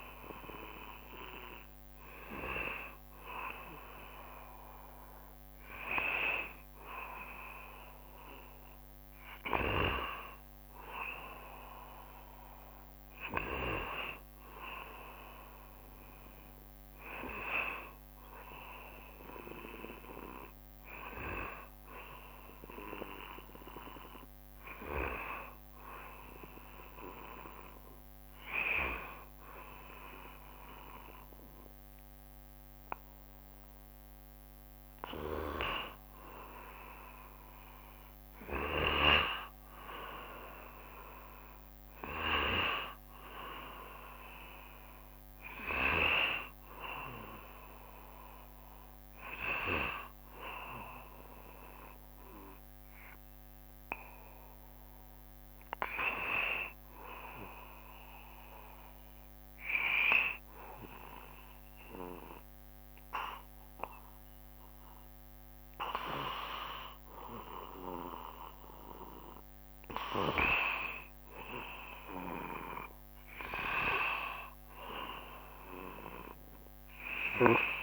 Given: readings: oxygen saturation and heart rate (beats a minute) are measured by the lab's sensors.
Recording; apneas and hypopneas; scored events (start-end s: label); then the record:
a person partly awake in a sleep study, by a microphone on the trachea; none
15.00-77.83 s: new sleep stage, N1 (lightest sleep)
From the record:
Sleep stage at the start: awake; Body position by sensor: on the right side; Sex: male